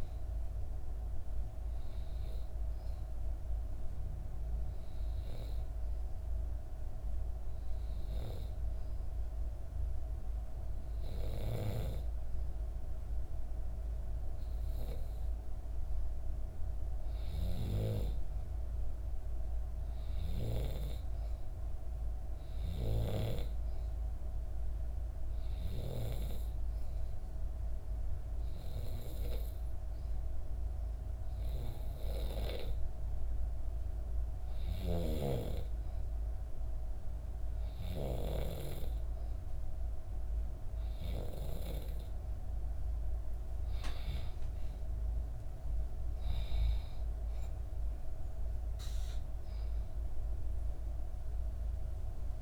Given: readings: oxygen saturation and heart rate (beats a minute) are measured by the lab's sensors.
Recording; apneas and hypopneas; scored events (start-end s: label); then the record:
breathing in sleep by a room microphone; 2
3.00-14.50 s: hypopnea (oxygen 95% before, 91% lowest, heart rate 64 before, 64 extreme, up 1 after)
16.50-20.00 s: arousal
27.00-40.00 s: hypopnea (oxygen 95% before, 91% lowest, heart rate 65 before, 65 extreme, up 3 after)
From the record:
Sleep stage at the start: N2 (light sleep); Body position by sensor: on the back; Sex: female